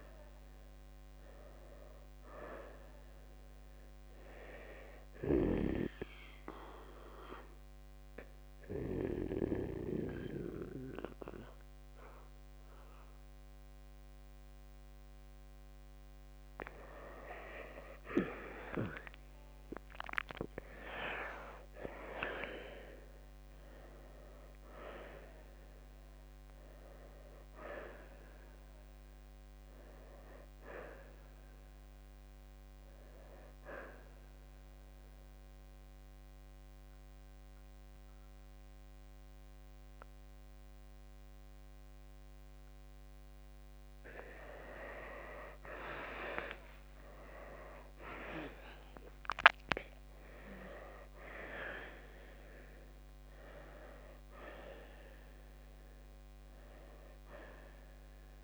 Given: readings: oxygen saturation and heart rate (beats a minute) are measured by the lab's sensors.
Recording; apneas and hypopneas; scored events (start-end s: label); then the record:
breathing in sleep by a microphone on the trachea; 2
0.00-5.50 s: oxygen desaturation (device-marked, oxygen 85% lowest, heart rate 59 extreme)
6.50-16.50 s: central apnea (oxygen 91% before, 86% lowest, heart rate 64 before, 60 extreme, up 6 after)
13.50-22.50 s: oxygen desaturation (device-marked, oxygen 93% before, 89% lowest, heart rate 63 before, 58 extreme)
20.00-23.50 s: arousal
34.00-44.50 s: central apnea (oxygen 93% before, 86% lowest, heart rate 66 before, 58 extreme, up 6 after)
41.50-52.50 s: oxygen desaturation (device-marked, oxygen 92% before, 86% lowest, heart rate 67 before, 58 extreme)
46.00-49.50 s: arousal
From the record:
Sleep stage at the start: N2 (light sleep); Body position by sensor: on the right side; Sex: male